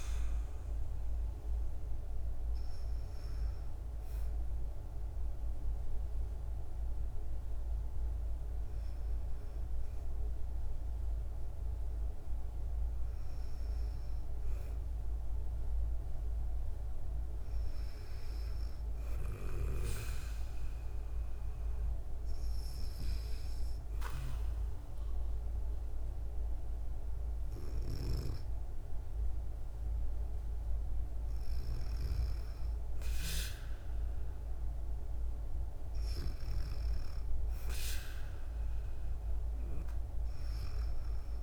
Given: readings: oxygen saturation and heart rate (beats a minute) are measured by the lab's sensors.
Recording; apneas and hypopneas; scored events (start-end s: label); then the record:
breathing in sleep by a room microphone; 1
18.50-31.00 s: obstructive apnea (oxygen 97% before, 94% lowest, heart rate 59 before, 60 extreme, up 6 after)
33.00-37.00 s: arousal
From the record:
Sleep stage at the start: N2 (light sleep); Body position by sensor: on the back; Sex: female